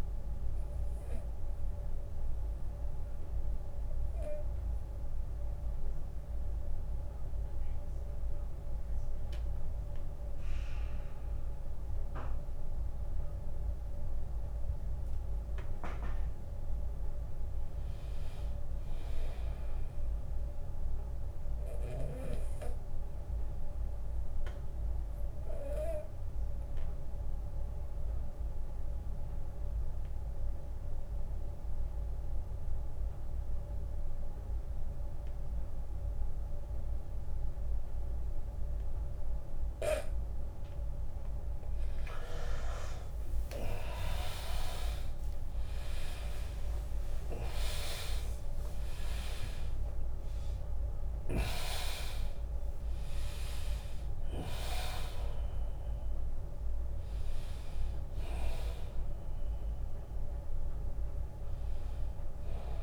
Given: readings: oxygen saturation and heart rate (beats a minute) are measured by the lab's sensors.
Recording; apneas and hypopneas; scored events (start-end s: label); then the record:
breathing in sleep by a room microphone; 2
0.00-3.00 s: drop in pulse transit time (device-marked, heart rate 70 extreme)
0.00-18.00 s: oxygen desaturation (device-marked, oxygen 92% lowest, heart rate 69 extreme)
0.50-15.50 s: central apnea (oxygen 100% before, 84% lowest, heart rate 78 before, 72 extreme, up 9 after)
18.50-21.50 s: arousal
23.50-40.50 s: obstructive apnea (oxygen 100% before, 84% lowest, heart rate 75 before, 75 extreme, up 8 after)
27.00-38.00 s: oxygen desaturation (device-marked, oxygen 100% before, 95% lowest, heart rate 76 before, 75 extreme)
42.50-47.50 s: arousal
43.00-62.83 s: oxygen desaturation (device-marked, oxygen 97% before, 84% lowest, heart rate 80 before, 69 extreme)
45.00-58.00 s: drop in pulse transit time (device-marked, heart rate 79 before, 75 extreme)
From the record:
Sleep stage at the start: N2 (light sleep); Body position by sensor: on the back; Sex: male